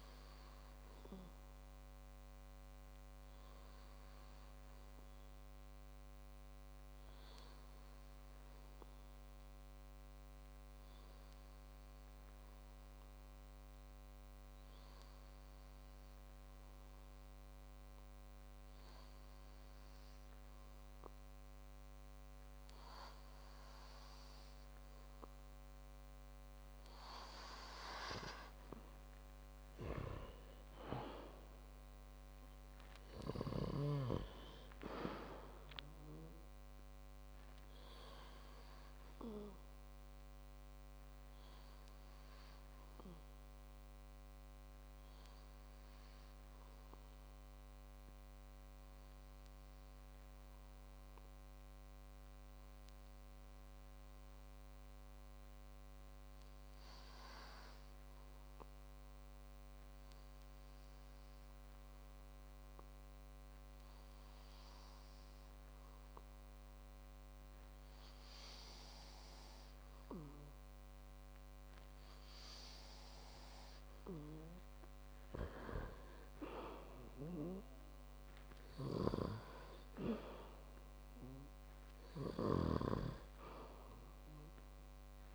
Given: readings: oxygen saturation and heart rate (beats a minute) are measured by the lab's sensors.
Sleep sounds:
breathing in sleep by a microphone on the trachea; 2
9.50-24.50 s: hypopnea (oxygen 96% before, 94% lowest, heart rate 86 before, 57 extreme, up 39 after)
30.50-34.00 s: arousal
42.00-73.00 s: hypopnea (oxygen 99% before, 94% lowest, heart rate 77 before, 53 extreme, up 12 after)
76.00-80.00 s: arousal
From the record:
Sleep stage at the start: N2 (light sleep); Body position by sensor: on the back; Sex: male

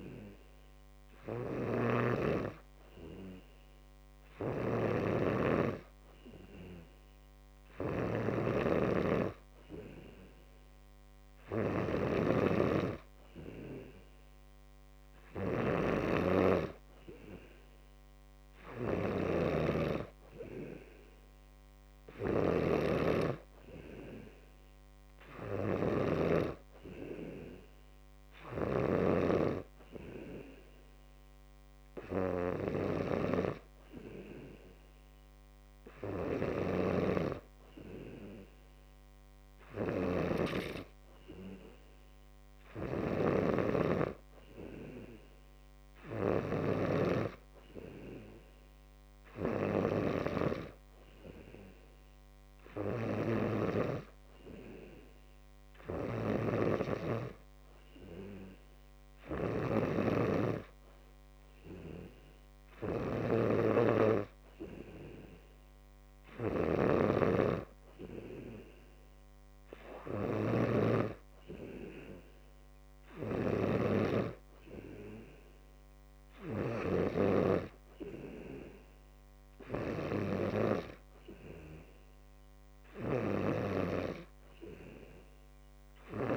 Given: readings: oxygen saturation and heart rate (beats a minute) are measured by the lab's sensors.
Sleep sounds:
breathing in sleep by a microphone on the trachea; none
none scored
From the record:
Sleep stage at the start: N2 (light sleep); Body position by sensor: on the back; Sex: male

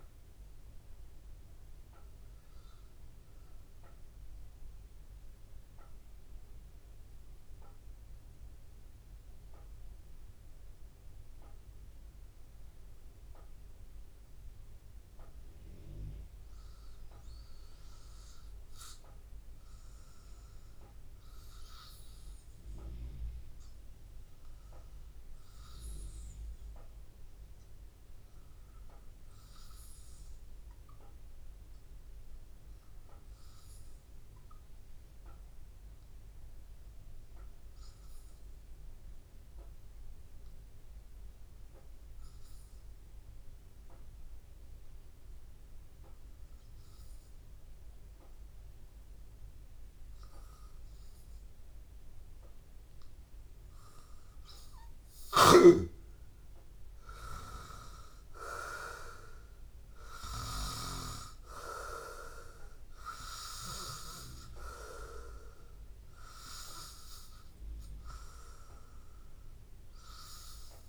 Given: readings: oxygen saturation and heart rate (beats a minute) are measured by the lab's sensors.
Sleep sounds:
breathing in sleep by a room microphone; 1
5.00-51.50 s: hypopnea (oxygen 99% before, 90% lowest, heart rate 85 before, 80 extreme, up 4 after)
39.50-70.89 s: oxygen desaturation (device-marked, oxygen 97% before, 90% lowest, heart rate 82 before, 81 extreme)
57.00-62.00 s: arousal
From the record:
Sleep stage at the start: N2 (light sleep); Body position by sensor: on the back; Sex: male

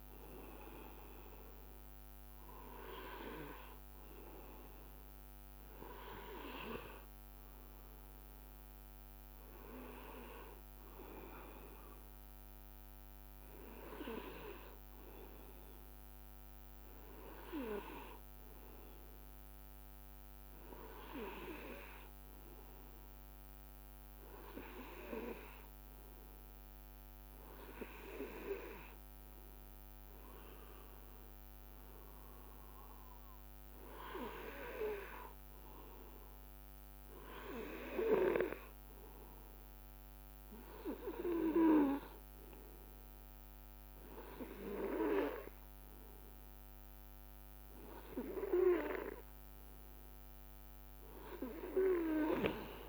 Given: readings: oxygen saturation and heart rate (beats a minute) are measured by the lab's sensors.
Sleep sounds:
breathing in sleep by a microphone on the trachea; none
2.00-4.00 s: long interval between heartbeats (device-marked, heart rate 50 before, 58 extreme)
5.00-7.00 s: long interval between heartbeats (device-marked, heart rate 54 before, 48 extreme)
13.00-15.00 s: long interval between heartbeats (device-marked)
16.00-18.00 s: long interval between heartbeats (device-marked, heart rate 44 before, 39 extreme)
21.50-23.50 s: long interval between heartbeats (device-marked, heart rate 38 before, 44 extreme)
From the record:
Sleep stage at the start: N2 (light sleep); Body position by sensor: on the right side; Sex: male

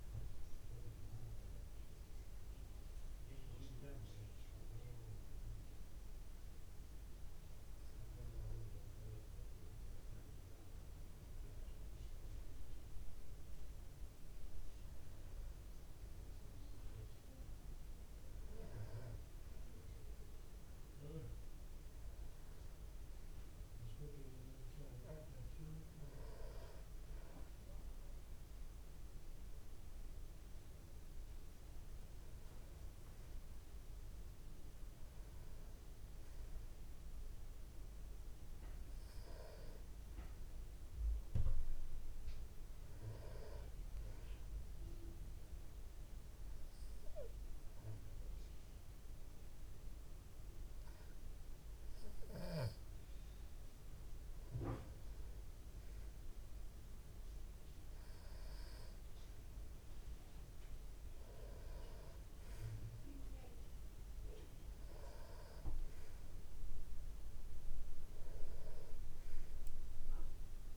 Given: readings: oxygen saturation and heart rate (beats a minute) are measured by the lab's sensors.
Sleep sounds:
breathing in sleep by a room microphone; 1
34.50-38.50 s: arousal
45.00-55.00 s: obstructive apnea (oxygen 96% before, 92% lowest, heart rate 55 before, 54 extreme, up 1 after)
57.50-60.50 s: arousal
From the record:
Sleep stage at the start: N2 (light sleep); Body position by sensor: on the back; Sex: male

